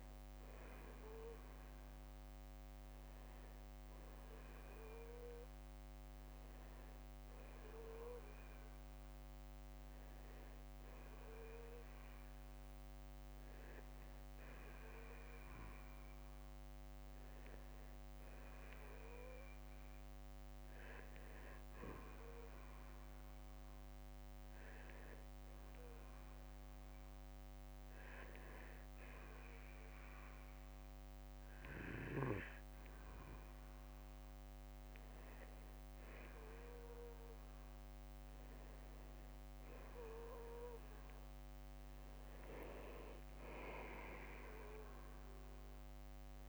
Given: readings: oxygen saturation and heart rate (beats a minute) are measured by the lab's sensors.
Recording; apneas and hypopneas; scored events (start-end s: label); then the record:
breathing in sleep by a microphone on the trachea; 1
11.00-46.49 s: new sleep stage, N2 (light sleep)
22.00-33.50 s: hypopnea (oxygen 95% before, 91% lowest, heart rate 58 before, 47 extreme, up 5 after)
35.00-37.00 s: long interval between heartbeats (device-marked, heart rate 54 before, 58 extreme)
36.50-40.00 s: arousal
45.00-46.49 s: oxygen desaturation (device-marked, oxygen 94% before, 91% lowest, heart rate 56 before, 49 extreme)
From the record:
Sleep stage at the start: N1 (lightest sleep); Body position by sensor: on the back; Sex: male